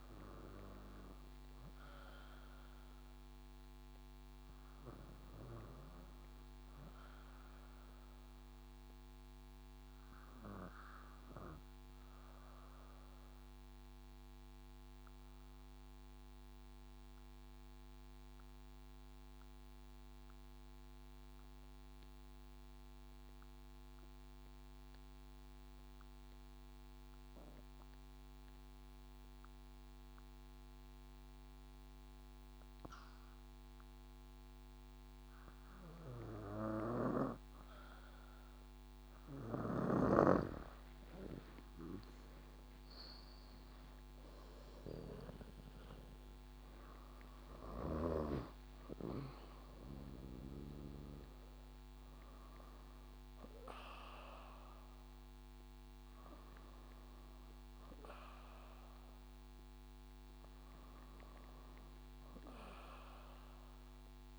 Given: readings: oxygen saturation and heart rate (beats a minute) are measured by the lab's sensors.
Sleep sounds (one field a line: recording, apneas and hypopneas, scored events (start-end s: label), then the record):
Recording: breathing in sleep by a microphone on the trachea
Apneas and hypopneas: 1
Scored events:
13.00-36.50 s: obstructive apnea (oxygen 98% before, 93% lowest, heart rate 62 before, 56 extreme, up 13 after)
15.50-30.50 s: drop in pulse transit time (device-marked, heart rate 61 before, 56 extreme)
39.00-48.00 s: snoring (device-marked)
40.50-44.00 s: leg movement (device-marked)
42.00-46.50 s: arousal
45.50-57.50 s: drop in pulse transit time (device-marked, heart rate 61 before, 70 extreme)
49.00-50.50 s: leg movement (device-marked)
50.50-64.39 s: new sleep stage, REM sleep
52.50-64.39 s: oxygen desaturation (device-marked, oxygen 98% before, 93% lowest, heart rate 66 before, 54 extreme)
From the record:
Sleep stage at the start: N2 (light sleep)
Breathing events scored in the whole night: 112 in 4.4 hours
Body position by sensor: on the back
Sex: female